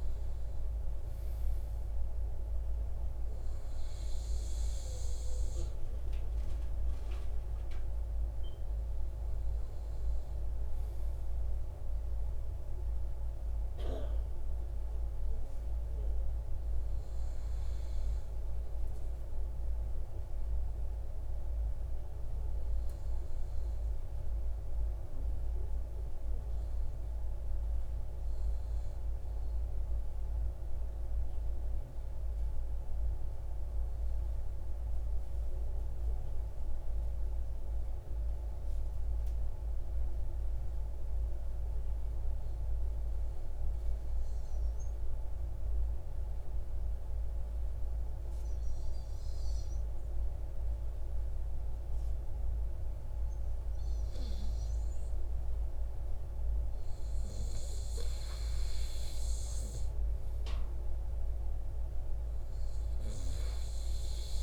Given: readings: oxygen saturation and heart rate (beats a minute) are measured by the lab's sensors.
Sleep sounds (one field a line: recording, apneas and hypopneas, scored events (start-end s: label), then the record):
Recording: breathing in sleep, hard to hear, by a room microphone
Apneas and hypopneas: 1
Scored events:
31.00-57.00 s: obstructive apnea (oxygen 98% before, 94% lowest, heart rate 116 before, 28 extreme)
59.50-62.00 s: arousal
From the record:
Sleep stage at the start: N2 (light sleep)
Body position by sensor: on the right side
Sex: male